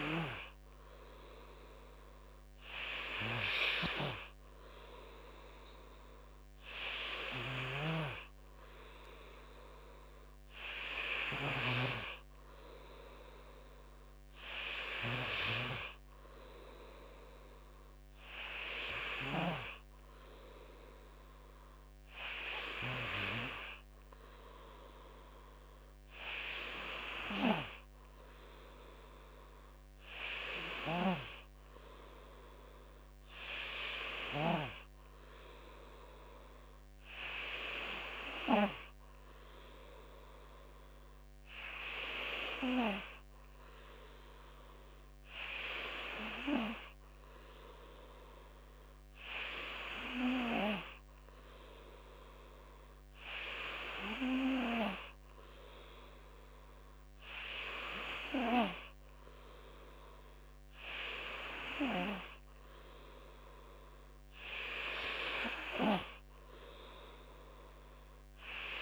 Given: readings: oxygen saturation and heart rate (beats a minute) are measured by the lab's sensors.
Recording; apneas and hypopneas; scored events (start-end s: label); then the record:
breathing in sleep by a microphone on the trachea; none
none scored
From the record:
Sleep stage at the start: N2 (light sleep); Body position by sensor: on the back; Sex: male